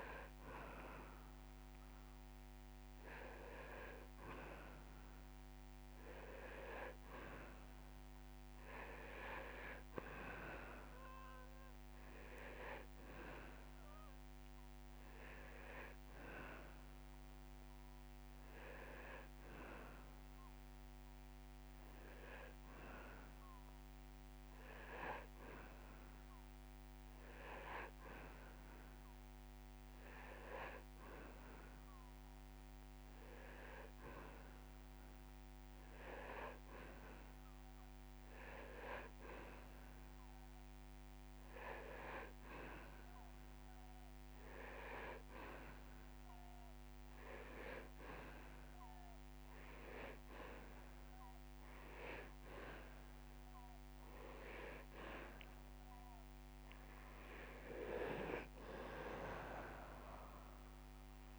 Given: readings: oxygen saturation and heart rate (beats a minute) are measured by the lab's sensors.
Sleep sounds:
breathing in sleep by a microphone on the trachea; none
42.00-44.00 s: drop in pulse transit time (device-marked)
49.50-51.50 s: long interval between heartbeats (device-marked)
59.50-61.39 s: arousal
From the record:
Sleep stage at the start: N2 (light sleep); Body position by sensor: on the back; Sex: male

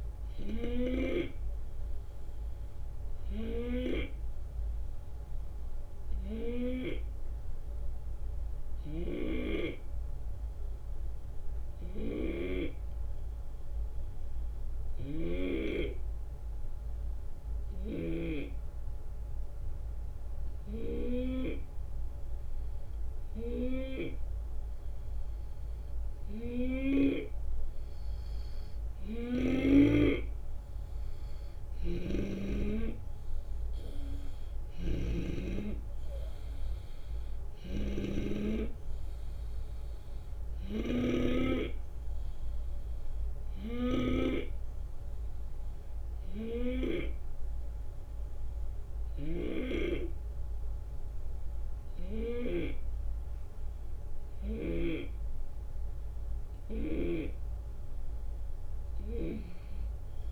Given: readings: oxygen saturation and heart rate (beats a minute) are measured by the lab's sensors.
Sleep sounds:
breathing in sleep by a room microphone; 2
0.00-1.00 s: drop in pulse transit time (device-marked, heart rate 73 extreme)
1.50-25.00 s: hypopnea (oxygen 93% before, 90% lowest, heart rate 75 before, 72 extreme, up 2 after)
8.50-15.50 s: snoring (device-marked)
28.00-59.00 s: oxygen desaturation (device-marked, oxygen 95% before, 90% lowest, heart rate 73 before, 68 extreme)
31.50-35.50 s: arousal
31.50-57.00 s: snoring (device-marked)
33.00-44.00 s: drop in pulse transit time (device-marked, heart rate 73 before, 76 extreme)
44.00-56.00 s: hypopnea (oxygen 95% before, 89% lowest, heart rate 77 before, 68 extreme, up 4 after)
58.50-60.32 s: arousal
From the record:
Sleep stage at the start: N2 (light sleep); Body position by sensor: on the left side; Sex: male

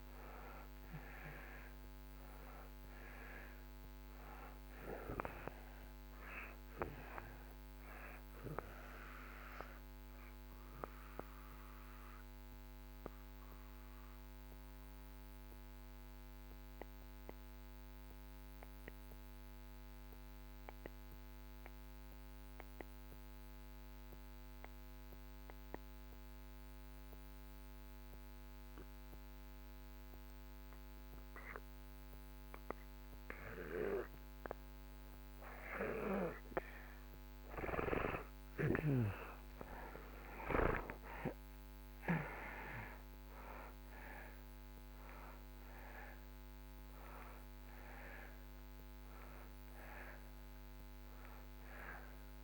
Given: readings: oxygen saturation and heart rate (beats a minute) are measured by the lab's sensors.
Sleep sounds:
breathing in sleep by a microphone on the trachea; 1
0.00-29.00 s: oxygen desaturation (device-marked, oxygen 77% lowest)
10.50-31.50 s: mixed apnea (oxygen 97% before, 77% lowest)
33.50-38.50 s: arousal
43.00-52.44 s: oxygen desaturation (device-marked, oxygen 96% before, 78% lowest)
From the record:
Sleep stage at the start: N2 (light sleep); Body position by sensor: on the back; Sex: male

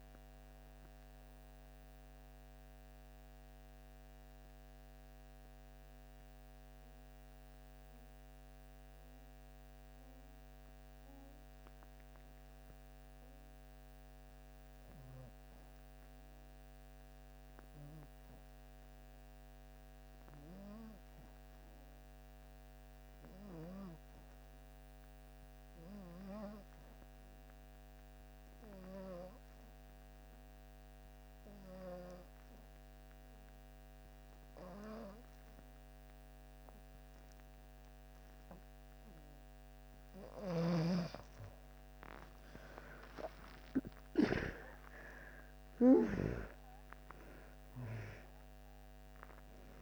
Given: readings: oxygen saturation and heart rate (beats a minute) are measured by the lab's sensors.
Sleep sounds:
breathing in sleep by a microphone on the trachea; 1
0.00-19.00 s: oxygen desaturation (device-marked, oxygen 76% lowest)
0.50-40.00 s: mixed apnea (oxygen 96% before, 75% lowest)
21.00-49.82 s: oxygen desaturation (device-marked, oxygen 99% before, 75% lowest)
39.50-44.00 s: snoring (device-marked)
42.00-47.00 s: arousal
From the record:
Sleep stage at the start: N2 (light sleep); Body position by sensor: on the back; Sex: female

